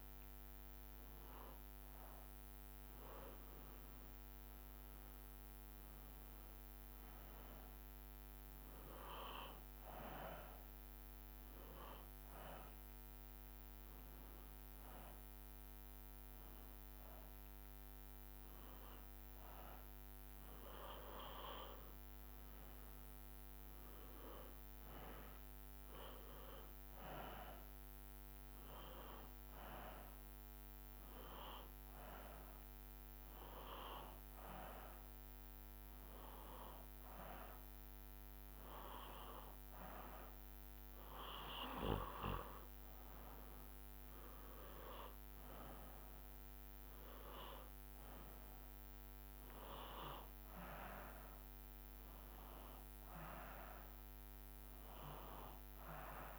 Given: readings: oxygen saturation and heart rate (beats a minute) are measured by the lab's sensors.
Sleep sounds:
breathing in sleep by a microphone on the trachea; 2
0.00-12.00 s: oxygen desaturation (device-marked, oxygen 93% lowest, heart rate 60 extreme)
10.50-20.50 s: hypopnea (oxygen 97% before, 93% lowest, heart rate 69 before, 60 extreme, up 16 after)
22.50-26.00 s: arousal
26.50-28.50 s: long interval between heartbeats (device-marked, heart rate 67 before, 78 extreme)
31.00-41.00 s: hypopnea (oxygen 97% before, 95% lowest, heart rate 68 before, 61 extreme, up 13 after)
43.00-52.00 s: drop in pulse transit time (device-marked, heart rate 67 before, 66 extreme)
44.50-48.00 s: arousal
From the record:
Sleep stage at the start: N2 (light sleep); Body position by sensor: on the back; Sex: male

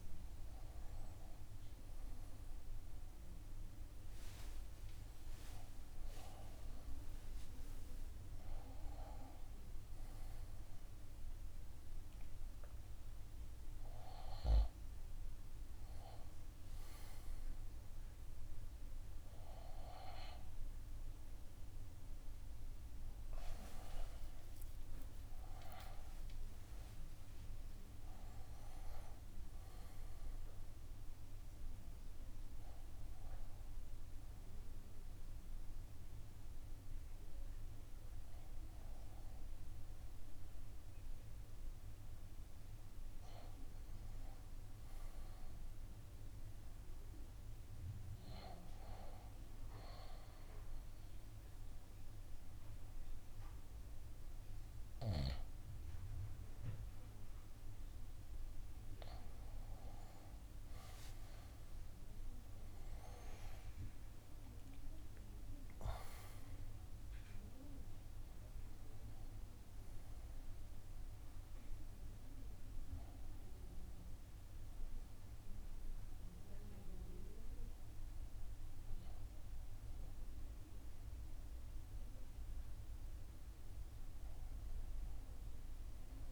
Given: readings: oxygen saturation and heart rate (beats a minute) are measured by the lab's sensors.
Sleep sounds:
a person partly awake in a sleep study, by a room microphone; none
10.50-32.50 s: oxygen desaturation (device-marked, oxygen 98% before, 93% lowest, heart rate 82 before, 63 extreme)
41.50-86.32 s: new sleep stage, N1 (lightest sleep)
61.50-66.00 s: arousal
69.50-79.50 s: oxygen desaturation (device-marked, oxygen 95% before, 91% lowest, heart rate 65 before, 63 extreme)
From the record:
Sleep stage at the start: awake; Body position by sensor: on the right side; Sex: male

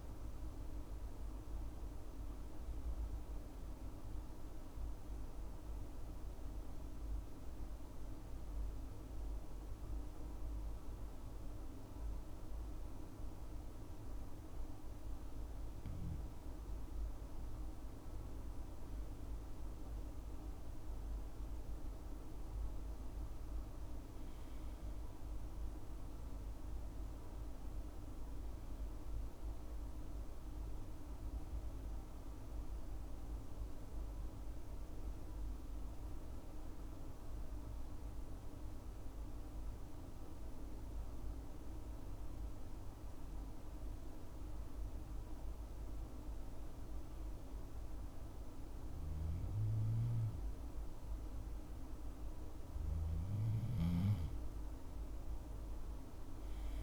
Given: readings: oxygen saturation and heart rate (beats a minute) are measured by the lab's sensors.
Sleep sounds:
breathing in sleep, hard to hear, by a room microphone; 2
4.50-16.50 s: obstructive apnea (oxygen 98% before, 94% lowest, heart rate 68 before, 65 extreme, up 4 after)
22.50-27.00 s: arousal
33.00-51.50 s: hypopnea (oxygen 97% before, 94% lowest, heart rate 68 before, 64 extreme, up 7 after)
55.00-56.83 s: arousal
From the record:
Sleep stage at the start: N2 (light sleep); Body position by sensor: on the left side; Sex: male

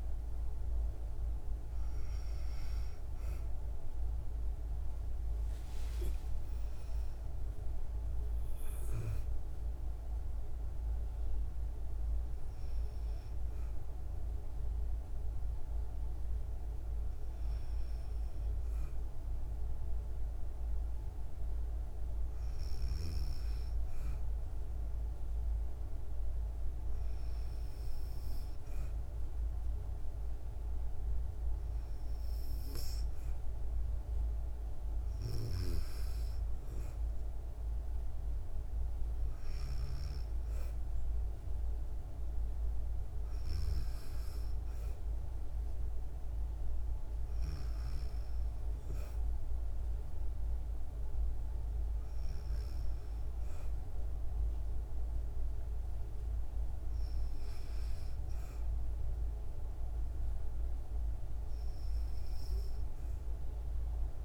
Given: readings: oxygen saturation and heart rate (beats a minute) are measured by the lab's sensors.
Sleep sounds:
breathing in sleep, hard to hear, by a room microphone; none
3.50-8.00 s: arousal
From the record:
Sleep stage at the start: N2 (light sleep); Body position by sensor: on the back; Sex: female

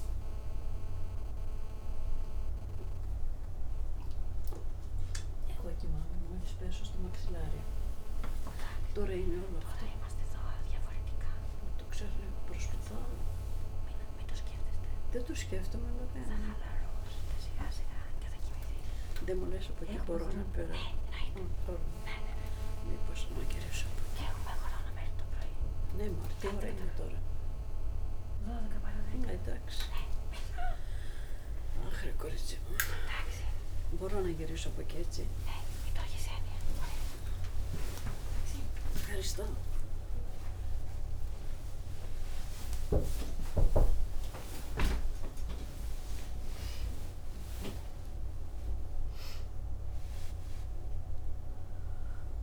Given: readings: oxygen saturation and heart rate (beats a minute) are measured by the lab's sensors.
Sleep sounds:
a person awake in a sleep study, by a room microphone; none
41.00-46.00 s: oxygen desaturation (device-marked, oxygen 99% before, 94% lowest, heart rate 62 before, 69 extreme)
From the record:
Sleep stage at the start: awake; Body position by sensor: on the right side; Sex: female

